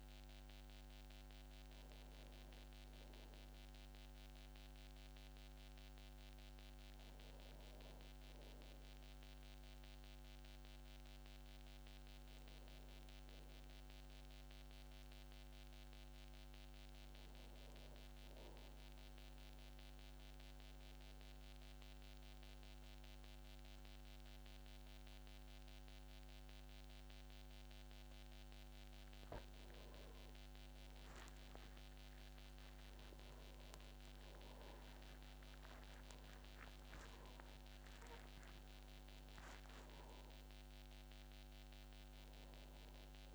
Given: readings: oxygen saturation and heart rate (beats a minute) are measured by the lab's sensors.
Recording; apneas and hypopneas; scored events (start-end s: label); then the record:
breathing in sleep, hard to hear, by a microphone on the trachea; 1
0.00-19.00 s: oxygen desaturation (device-marked, oxygen 88% lowest, heart rate 53 extreme)
14.00-17.50 s: arousal
20.00-30.00 s: mixed apnea (oxygen 97% before, 94% lowest, heart rate 57 before, 53 extreme)
30.00-40.00 s: tachycardia (device-marked, heart rate 59 before, 168 extreme)
34.00-39.00 s: arousal
34.50-36.50 s: long interval between heartbeats (device-marked, heart rate 61 before, 128 extreme)
36.50-38.50 s: long interval between heartbeats (device-marked, heart rate 69 before, 159 extreme)
38.50-40.50 s: long interval between heartbeats (device-marked, heart rate 79 before, 154 extreme)
From the record:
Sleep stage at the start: N2 (light sleep); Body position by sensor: on the back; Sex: male